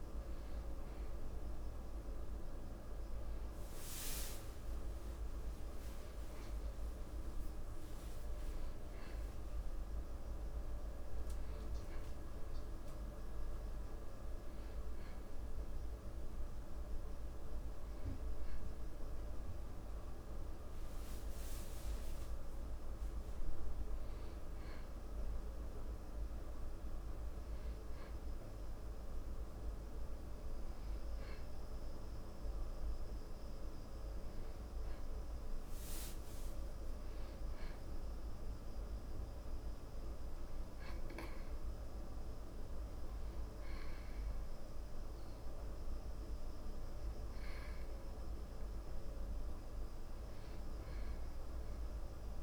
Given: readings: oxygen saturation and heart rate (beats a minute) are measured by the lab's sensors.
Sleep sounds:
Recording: a person partly awake in a sleep study, hard to hear, by a room microphone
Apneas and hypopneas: none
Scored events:
14.00-52.43 s: new sleep stage, N1 (lightest sleep)
From the record:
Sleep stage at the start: awake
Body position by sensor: on the back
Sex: male

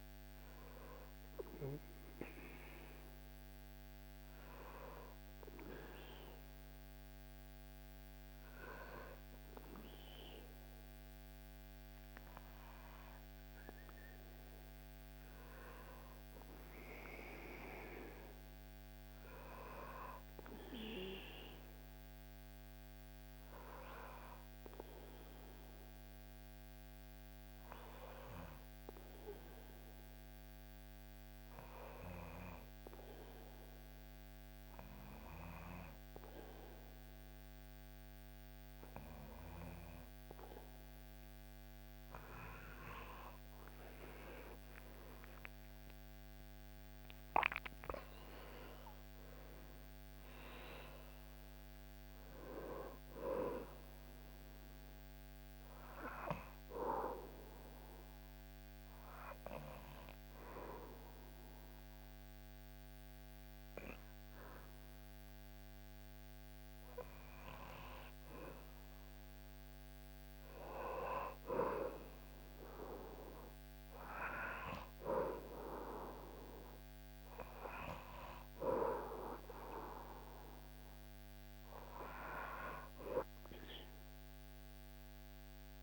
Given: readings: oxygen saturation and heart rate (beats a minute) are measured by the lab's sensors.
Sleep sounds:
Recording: breathing in sleep by a microphone on the trachea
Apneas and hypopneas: 3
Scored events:
2.50-14.00 s: hypopnea (oxygen 99% before, 96% lowest, heart rate 88 before, 61 extreme, up 6 after)
16.50-19.50 s: arousal
21.50-40.50 s: obstructive apnea (oxygen 99% before, 96% lowest, heart rate 66 before, 62 extreme, up 13 after)
43.00-47.50 s: arousal
55.00-66.50 s: obstructive apnea (oxygen 99% before, 96% lowest, heart rate 72 before, 68 extreme, up 10 after)
69.00-72.50 s: arousal
From the record:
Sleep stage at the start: N2 (light sleep)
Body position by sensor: on the back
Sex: male

